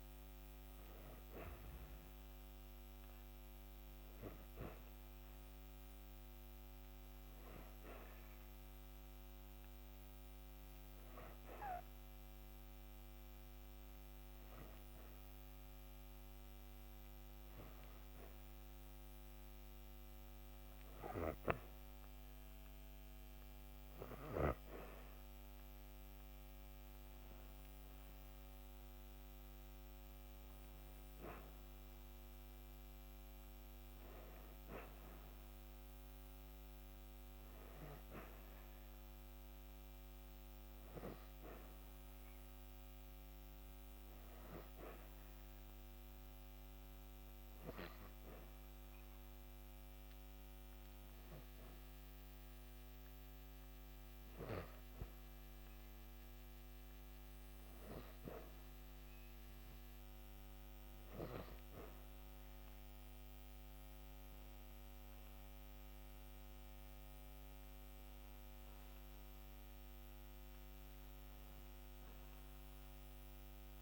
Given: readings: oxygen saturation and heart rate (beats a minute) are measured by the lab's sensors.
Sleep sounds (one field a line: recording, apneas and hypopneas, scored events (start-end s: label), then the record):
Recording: breathing in sleep by a microphone on the trachea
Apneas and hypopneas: 2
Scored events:
8.00-22.50 s: hypopnea (oxygen 94% before, 90% lowest, heart rate 56 before, 51 extreme, up 11 after)
26.50-29.50 s: arousal
42.00-56.00 s: hypopnea (oxygen 94% before, 90% lowest, heart rate 59 before, 45 extreme, up 13 after)
58.00-61.00 s: arousal
62.00-73.82 s: oxygen desaturation (device-marked, oxygen 94% before, 90% lowest, heart rate 53 before, 45 extreme)
From the record:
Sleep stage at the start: N2 (light sleep)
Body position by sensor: on the back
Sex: female